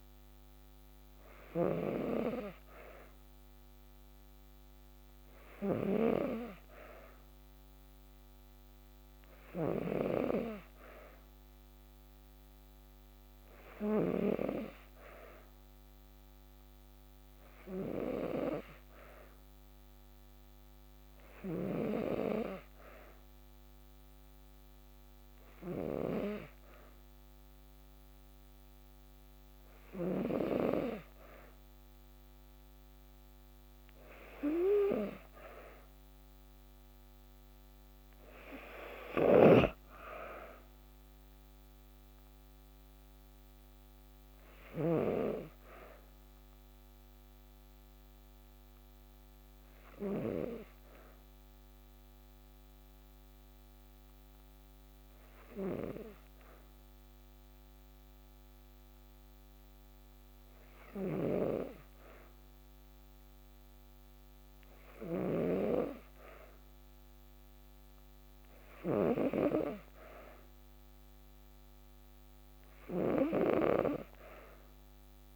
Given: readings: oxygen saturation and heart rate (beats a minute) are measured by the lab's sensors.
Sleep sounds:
breathing in sleep by a microphone on the trachea; 1
0.00-5.50 s: snoring (device-marked)
38.50-44.50 s: snoring (device-marked)
40.00-44.50 s: arousal
46.00-60.50 s: hypopnea (oxygen 94% before, 93% lowest, heart rate 55 before, 52 extreme, up 2 after)
60.50-68.50 s: snoring (device-marked)
63.50-68.50 s: arousal
From the record:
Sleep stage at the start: N2 (light sleep); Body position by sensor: on the back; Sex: female

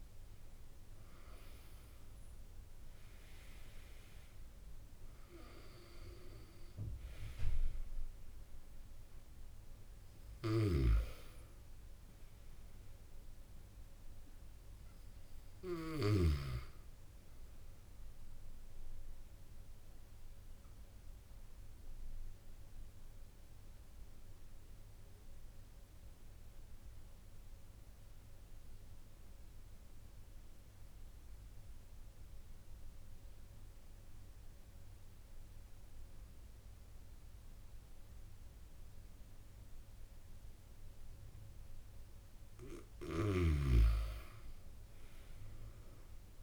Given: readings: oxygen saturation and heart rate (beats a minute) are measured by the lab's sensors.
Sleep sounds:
breathing in sleep by a room microphone; 1
0.00-19.50 s: oxygen desaturation (device-marked, oxygen 88% lowest)
19.00-41.50 s: obstructive apnea (oxygen 93% before, 92% lowest)
39.50-46.43 s: oxygen desaturation (device-marked, oxygen 98% before, 92% lowest)
43.00-46.43 s: snoring (device-marked)
43.50-46.43 s: arousal
From the record:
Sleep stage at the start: N2 (light sleep); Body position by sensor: on the back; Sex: male

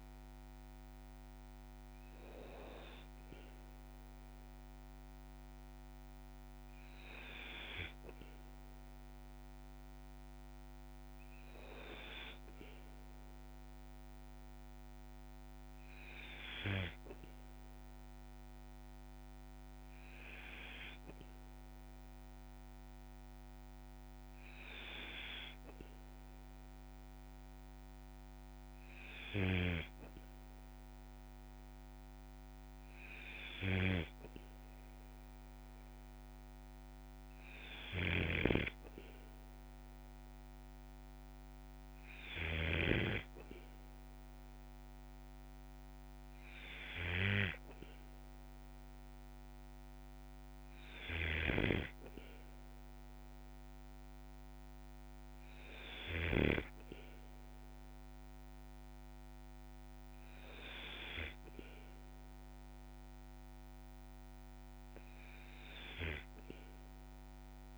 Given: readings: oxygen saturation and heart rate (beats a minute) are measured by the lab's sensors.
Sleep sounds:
breathing in sleep by a microphone on the trachea; none
37.50-42.50 s: snoring (device-marked)
From the record:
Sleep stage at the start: N2 (light sleep); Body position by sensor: on the back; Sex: male

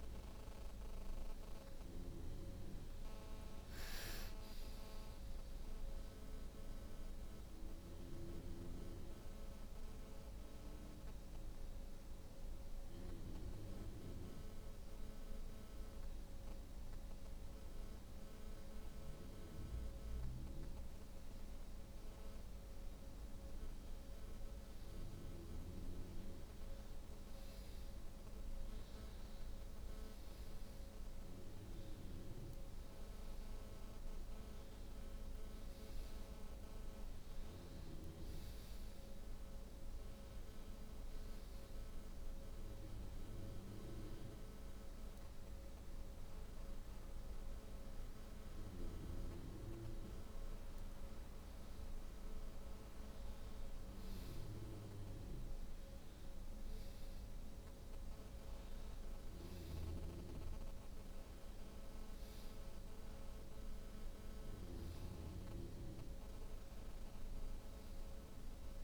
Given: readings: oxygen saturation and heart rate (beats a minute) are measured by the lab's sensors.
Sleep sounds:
breathing in sleep by a room microphone; none
none scored
From the record:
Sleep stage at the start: N2 (light sleep); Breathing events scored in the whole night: 125 in 4.8 hours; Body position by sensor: on the back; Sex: female

